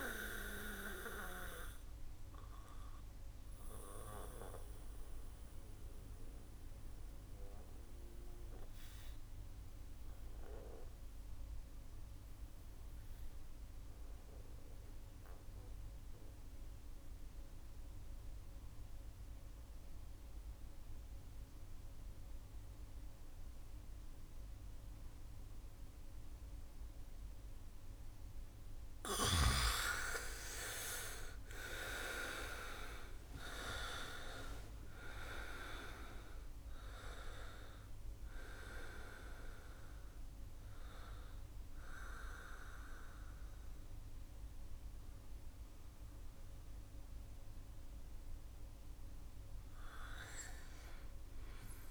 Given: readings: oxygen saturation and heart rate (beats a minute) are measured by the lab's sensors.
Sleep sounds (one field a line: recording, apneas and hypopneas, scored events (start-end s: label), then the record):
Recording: breathing in sleep by a room microphone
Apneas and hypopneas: 1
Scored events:
0.00-15.00 s: oxygen desaturation (device-marked, oxygen 83% lowest, heart rate 64 extreme)
1.00-27.50 s: mixed apnea (oxygen 98% before, 83% lowest, heart rate 68 before, 64 extreme, up 6 after)
29.00-33.00 s: arousal
30.00-51.91 s: oxygen desaturation (device-marked, oxygen 98% before, 83% lowest, heart rate 68 before, 65 extreme)
From the record:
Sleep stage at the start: N2 (light sleep)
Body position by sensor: on the back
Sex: male